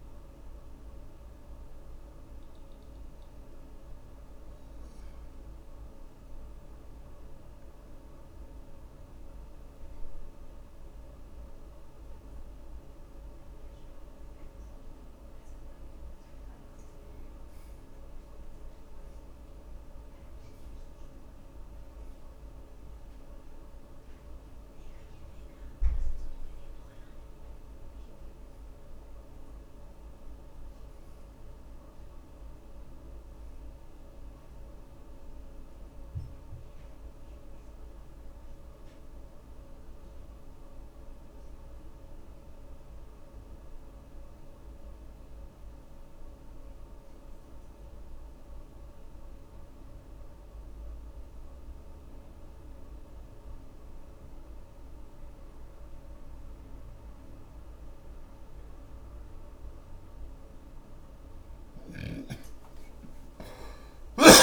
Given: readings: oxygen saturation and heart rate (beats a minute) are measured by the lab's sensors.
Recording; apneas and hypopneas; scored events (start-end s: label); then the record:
breathing in sleep, hard to hear, by a room microphone; 2
0.00-18.50 s: oxygen desaturation (device-marked, oxygen 77% lowest)
1.50-15.00 s: hypopnea (oxygen 97% before, 77% lowest)
17.00-21.00 s: arousal
20.50-39.50 s: oxygen desaturation (device-marked, oxygen 92% before, 79% lowest)
44.50-60.00 s: hypopnea (oxygen 92% before, 73% lowest)
59.50-64.43 s: new sleep stage, awake
From the record:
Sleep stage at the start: N2 (light sleep); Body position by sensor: on the back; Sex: male